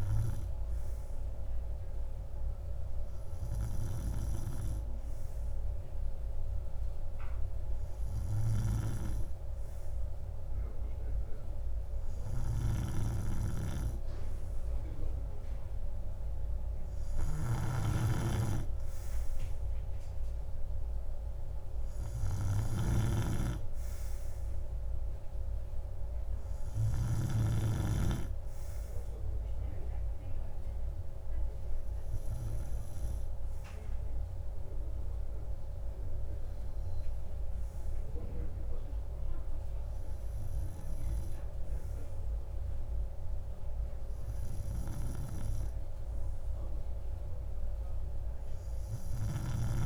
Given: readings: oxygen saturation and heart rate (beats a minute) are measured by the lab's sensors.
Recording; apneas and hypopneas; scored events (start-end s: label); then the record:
breathing in sleep by a room microphone; none
none scored
From the record:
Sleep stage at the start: N2 (light sleep); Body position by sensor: on the right side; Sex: male